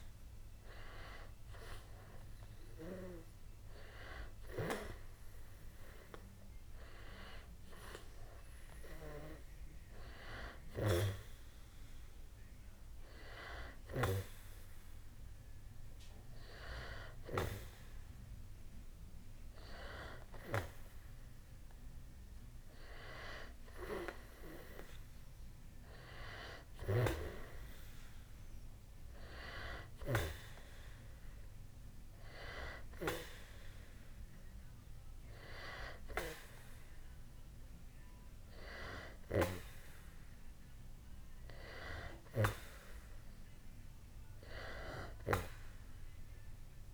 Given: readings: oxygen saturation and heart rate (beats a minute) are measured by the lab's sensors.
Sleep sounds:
breathing in sleep by a room microphone; none
11.50-46.94 s: new sleep stage, N2 (light sleep)
From the record:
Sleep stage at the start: N1 (lightest sleep); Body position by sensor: on the back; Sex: male

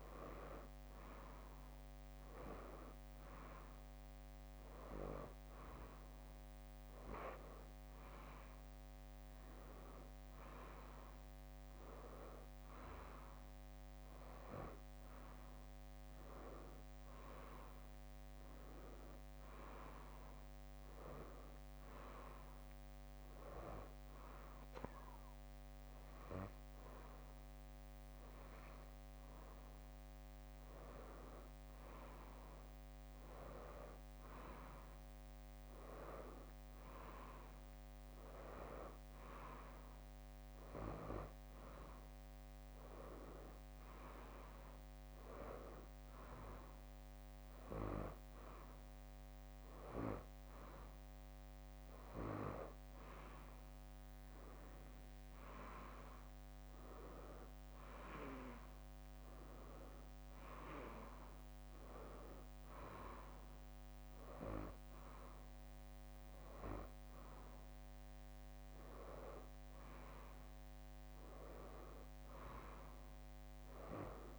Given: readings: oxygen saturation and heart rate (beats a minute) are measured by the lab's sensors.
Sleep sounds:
breathing in sleep by a microphone on the trachea; none
1.50-11.00 s: leg movement (device-marked)
9.00-19.00 s: drop in pulse transit time (device-marked, heart rate 64 before, 63 extreme)
14.00-21.50 s: leg movement (device-marked)
47.00-57.00 s: drop in pulse transit time (device-marked, heart rate 64 before, 65 extreme)
From the record:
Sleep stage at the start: N2 (light sleep); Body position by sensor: on the right side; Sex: female

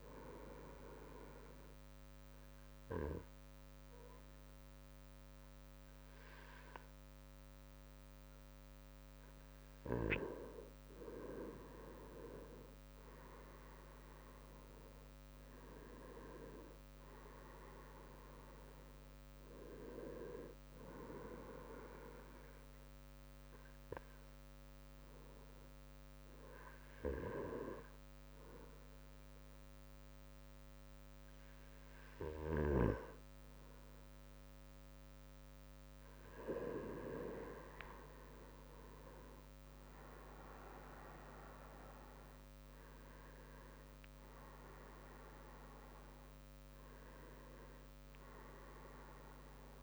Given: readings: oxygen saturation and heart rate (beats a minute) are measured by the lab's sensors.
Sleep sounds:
breathing in sleep by a microphone on the trachea; 2
1.00-11.00 s: obstructive apnea (oxygen 98% before, 94% lowest, heart rate 64 before, 59 extreme, up 7 after)
14.50-18.50 s: arousal
22.50-32.50 s: obstructive apnea (oxygen 97% before, 94% lowest, heart rate 66 before, 60 extreme, up 6 after)
37.00-42.00 s: arousal
37.50-42.00 s: leg movement (device-marked)
41.00-49.83 s: oxygen desaturation (device-marked, oxygen 97% before, 94% lowest, heart rate 63 before, 55 extreme)
From the record:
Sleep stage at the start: N2 (light sleep); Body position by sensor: on the right side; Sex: male

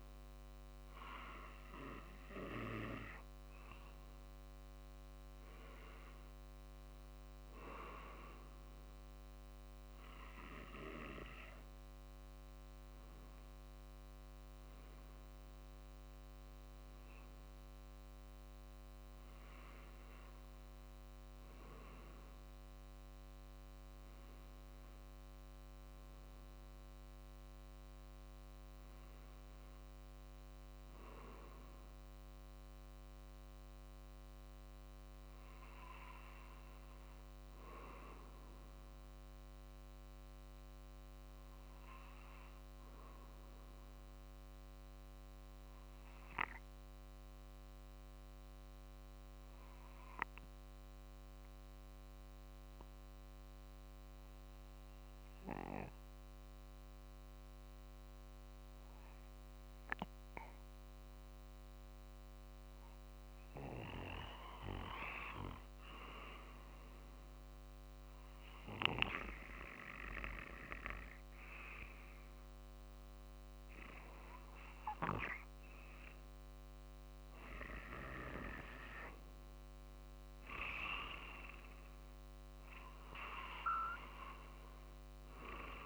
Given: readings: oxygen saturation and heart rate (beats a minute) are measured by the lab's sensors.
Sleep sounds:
breathing in sleep by a microphone on the trachea; 1
0.00-23.50 s: oxygen desaturation (device-marked, oxygen 87% lowest, heart rate 48 extreme)
1.50-14.50 s: drop in pulse transit time (device-marked, heart rate 50 before, 51 extreme)
41.00-63.50 s: obstructive apnea (oxygen 93% before, 90% lowest, heart rate 50 before, 48 extreme, up 0 after)
68.50-73.50 s: arousal
81.50-85.86 s: oxygen desaturation (device-marked, oxygen 94% before, 90% lowest, heart rate 49 before, 47 extreme)
82.50-85.86 s: drop in pulse transit time (device-marked, heart rate 49 before, 48 extreme)
From the record:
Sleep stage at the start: REM sleep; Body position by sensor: on the back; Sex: male

